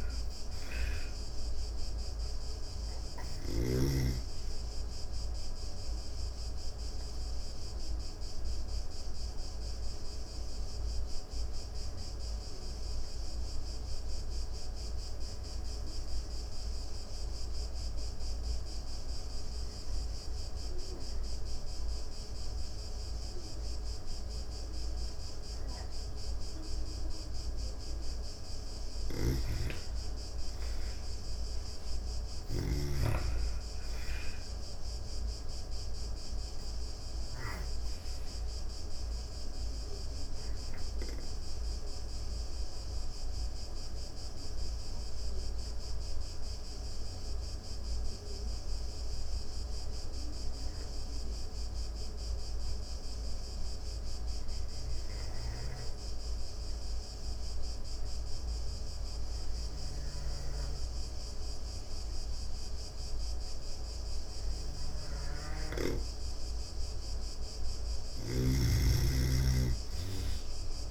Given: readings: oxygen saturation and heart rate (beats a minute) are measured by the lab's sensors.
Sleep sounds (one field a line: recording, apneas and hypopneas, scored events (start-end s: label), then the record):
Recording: breathing in sleep by a room microphone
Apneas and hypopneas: 2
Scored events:
0.00-18.50 s: oxygen desaturation (device-marked, oxygen 86% lowest)
5.00-27.50 s: obstructive apnea (oxygen 98% before, 85% lowest)
28.00-32.00 s: snoring (device-marked)
29.50-34.00 s: arousal
30.50-54.50 s: oxygen desaturation (device-marked, oxygen 99% before, 88% lowest)
38.50-66.50 s: obstructive apnea (oxygen 99% before, 85% lowest)
64.50-70.91 s: oxygen desaturation (device-marked, oxygen 98% before, 85% lowest)
67.00-70.91 s: snoring (device-marked)
From the record:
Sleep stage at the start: N2 (light sleep)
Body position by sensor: on the back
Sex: female